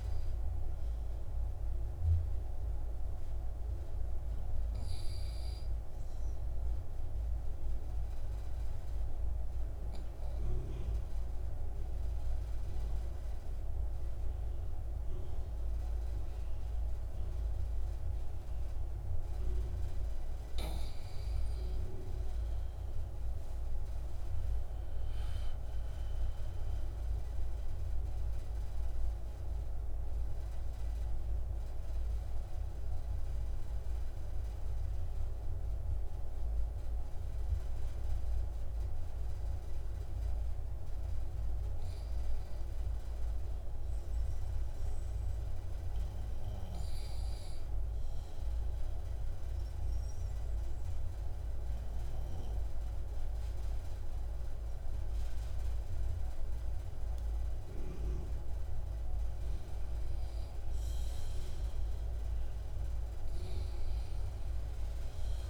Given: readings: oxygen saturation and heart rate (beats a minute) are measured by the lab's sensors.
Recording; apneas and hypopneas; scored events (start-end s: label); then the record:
breathing in sleep, hard to hear, by a room microphone; 3
0.50-10.50 s: oxygen desaturation (device-marked, oxygen 93% before, 88% lowest, heart rate 60 before, 61 extreme)
8.00-19.50 s: obstructive apnea (oxygen 94% before, 81% lowest, heart rate 61 before, 58 extreme, up 4 after)
21.50-26.00 s: arousal
25.50-49.50 s: oxygen desaturation (device-marked, oxygen 92% before, 81% lowest, heart rate 62 before, 58 extreme)
32.00-42.00 s: obstructive apnea (oxygen 92% before, 80% lowest, heart rate 64 before, 58 extreme, up 3 after)
43.00-45.50 s: arousal
48.50-59.50 s: obstructive apnea (oxygen 92% before, 79% lowest, heart rate 62 before, 58 extreme, up 2 after)
61.50-65.50 s: arousal
From the record:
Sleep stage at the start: N2 (light sleep); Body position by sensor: on the back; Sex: female